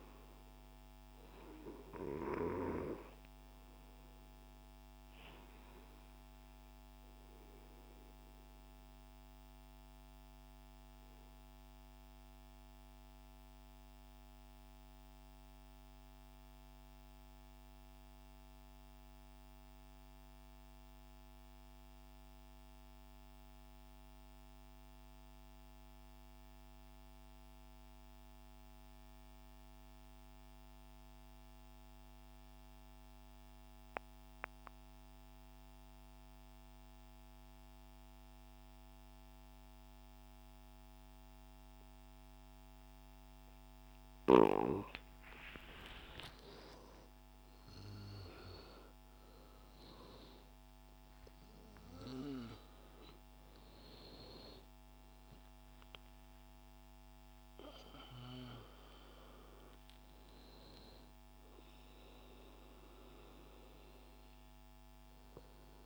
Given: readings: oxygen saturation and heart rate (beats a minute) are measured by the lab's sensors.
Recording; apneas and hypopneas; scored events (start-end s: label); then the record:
breathing in sleep by a microphone on the trachea; 1
0.00-16.00 s: oxygen desaturation (device-marked, oxygen 91% lowest, heart rate 39 extreme)
6.00-44.50 s: mixed apnea (oxygen 98% before, 88% lowest, heart rate 126 before, 27 extreme, up 43 after)
36.00-65.86 s: oxygen desaturation (device-marked, oxygen 98% before, 88% lowest, heart rate 139 before, 27 extreme)
45.00-50.50 s: arousal
From the record:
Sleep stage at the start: N2 (light sleep); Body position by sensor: on the right side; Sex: male